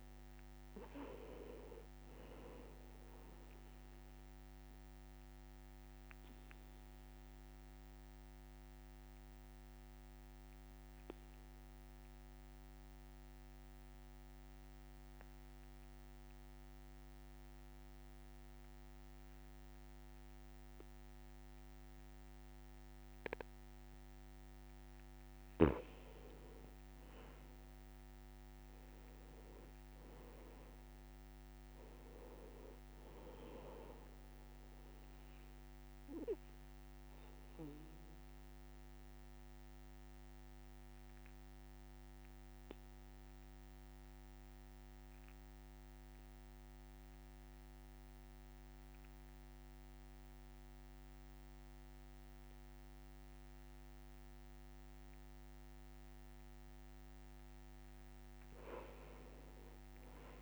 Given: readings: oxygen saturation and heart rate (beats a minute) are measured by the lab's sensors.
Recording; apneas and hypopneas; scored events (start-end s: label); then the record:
breathing in sleep by a microphone on the trachea; 2
0.00-1.00 s: arousal
1.50-17.50 s: oxygen desaturation (device-marked, oxygen 98% before, 92% lowest, heart rate 62 before, 61 extreme)
5.00-24.50 s: obstructive apnea (oxygen 98% before, 91% lowest, heart rate 63 before, 60 extreme, up 2 after)
26.50-30.00 s: arousal
32.50-49.50 s: oxygen desaturation (device-marked, oxygen 98% before, 92% lowest, heart rate 63 before, 60 extreme)
35.50-56.00 s: obstructive apnea (oxygen 98% before, 91% lowest, heart rate 63 before, 60 extreme, up 3 after)
58.50-60.42 s: arousal
From the record:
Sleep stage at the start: N2 (light sleep); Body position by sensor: on the back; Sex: male